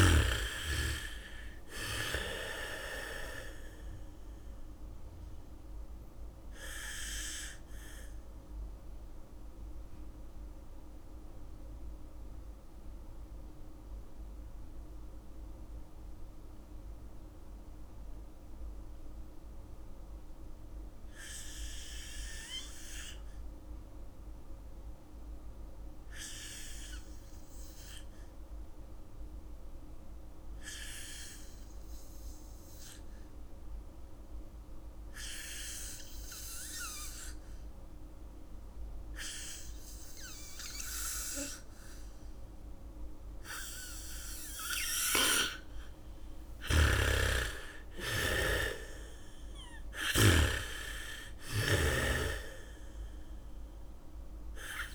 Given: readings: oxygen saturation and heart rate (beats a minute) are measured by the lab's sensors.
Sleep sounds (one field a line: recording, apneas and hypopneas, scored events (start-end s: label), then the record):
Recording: breathing in sleep by a room microphone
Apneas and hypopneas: 1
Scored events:
0.00-2.00 s: bradycardia (device-marked, heart rate 44 extreme)
0.00-26.00 s: oxygen desaturation (device-marked, oxygen 77% lowest, heart rate 39 extreme)
7.00-44.00 s: mixed apnea (oxygen 98% before, 77% lowest, heart rate 56 before, 52 extreme, up 3 after)
32.00-54.95 s: oxygen desaturation (device-marked, oxygen 98% before, 81% lowest, heart rate 78 before, 52 extreme)
41.00-43.00 s: bradycardia (device-marked, heart rate 69 before, 60 extreme)
44.00-51.00 s: bradycardia (device-marked, heart rate 69 before, 52 extreme)
47.00-52.00 s: snoring (device-marked)
47.50-51.00 s: arousal
From the record:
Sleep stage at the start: N2 (light sleep)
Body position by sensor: on the back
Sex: female